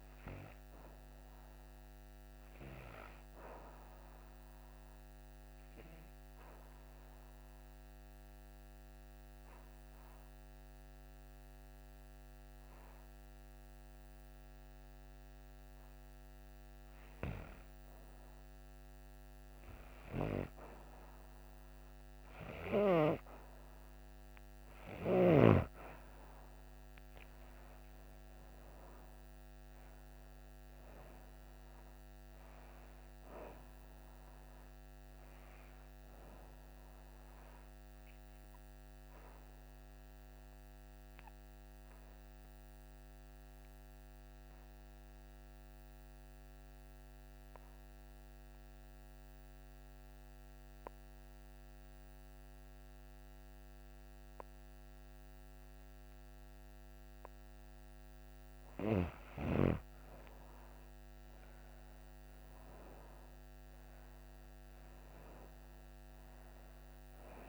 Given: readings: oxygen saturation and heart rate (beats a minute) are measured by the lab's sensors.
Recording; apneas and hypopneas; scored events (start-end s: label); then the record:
breathing in sleep by a microphone on the trachea; 2
0.00-19.00 s: oxygen desaturation (device-marked, oxygen 91% lowest, heart rate 60 extreme)
4.50-17.00 s: obstructive apnea (oxygen 99% before, 91% lowest, heart rate 66 before, 60 extreme, up 10 after)
19.00-22.00 s: arousal
33.00-55.00 s: oxygen desaturation (device-marked, oxygen 97% before, 91% lowest, heart rate 67 before, 57 extreme)
36.50-56.50 s: obstructive apnea (oxygen 97% before, 87% lowest, heart rate 67 before, 57 extreme, up 19 after)
61.50-65.00 s: arousal
From the record:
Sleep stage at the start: N2 (light sleep); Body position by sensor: on the back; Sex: female